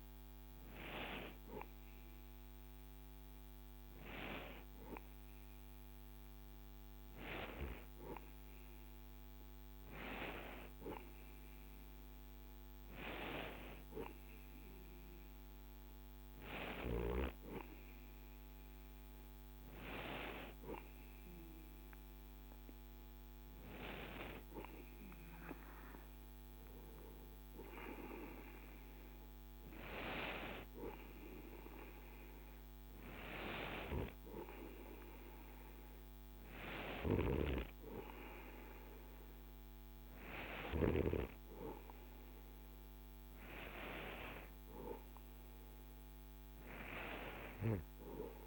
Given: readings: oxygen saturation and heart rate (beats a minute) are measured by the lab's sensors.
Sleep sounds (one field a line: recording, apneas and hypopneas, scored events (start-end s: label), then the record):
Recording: breathing in sleep by a microphone on the trachea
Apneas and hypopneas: none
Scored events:
none scored
From the record:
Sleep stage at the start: N2 (light sleep)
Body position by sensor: on the right side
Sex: male